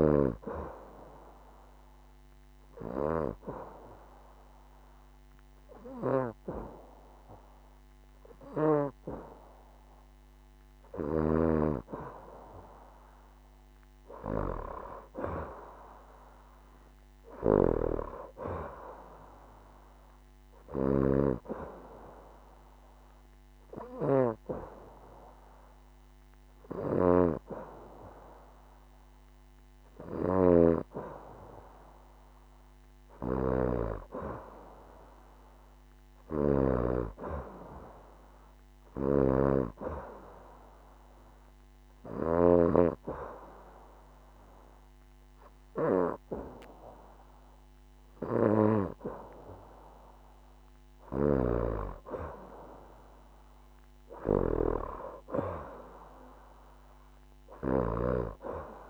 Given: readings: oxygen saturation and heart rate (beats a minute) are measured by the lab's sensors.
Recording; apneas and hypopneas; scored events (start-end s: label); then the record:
breathing in sleep by a microphone on the trachea; 3
1.00-11.00 s: obstructive apnea (oxygen 95% before, 90% lowest, heart rate 69 before, 67 extreme, up 0 after)
3.00-16.00 s: oxygen desaturation (device-marked, oxygen 95% before, 90% lowest, heart rate 69 before, 67 extreme)
14.00-17.50 s: arousal
21.00-31.50 s: hypopnea (oxygen 95% before, 90% lowest, heart rate 70 before, 67 extreme, up 3 after)
23.00-34.00 s: oxygen desaturation (device-marked, oxygen 95% before, 91% lowest, heart rate 70 before, 67 extreme)
34.00-37.00 s: arousal
40.00-50.50 s: hypopnea (oxygen 95% before, 90% lowest, heart rate 69 before, 68 extreme)
52.50-55.50 s: arousal
From the record:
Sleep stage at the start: N2 (light sleep); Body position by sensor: on the back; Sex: female